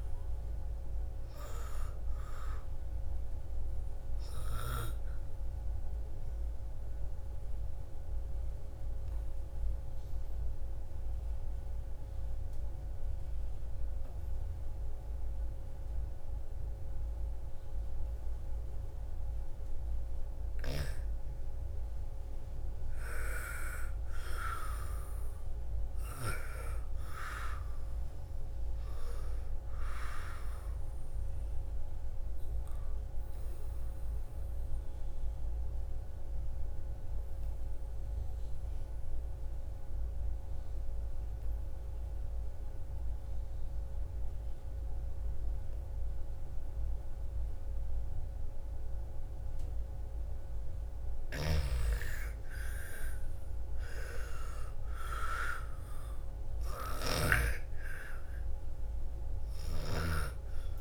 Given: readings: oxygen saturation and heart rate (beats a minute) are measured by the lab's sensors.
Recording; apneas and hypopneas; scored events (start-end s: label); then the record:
breathing in sleep by a room microphone; 2
0.00-21.00 s: oxygen desaturation (device-marked, oxygen 85% lowest, heart rate 55 extreme)
4.50-20.50 s: obstructive apnea (oxygen 99% before, 85% lowest, heart rate 60 before, 55 extreme, up 13 after)
23.00-27.00 s: arousal
28.00-41.00 s: oxygen desaturation (device-marked, oxygen 98% before, 91% lowest, heart rate 59 before, 55 extreme)
30.00-50.50 s: obstructive apnea (oxygen 98% before, 84% lowest, heart rate 60 before, 55 extreme, up 15 after)
51.00-60.00 s: snoring (device-marked)
51.50-55.00 s: arousal
52.00-60.81 s: oxygen desaturation (device-marked, oxygen 98% before, 85% lowest, heart rate 58 before, 56 extreme)
From the record:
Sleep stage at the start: N2 (light sleep); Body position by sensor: on the back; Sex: female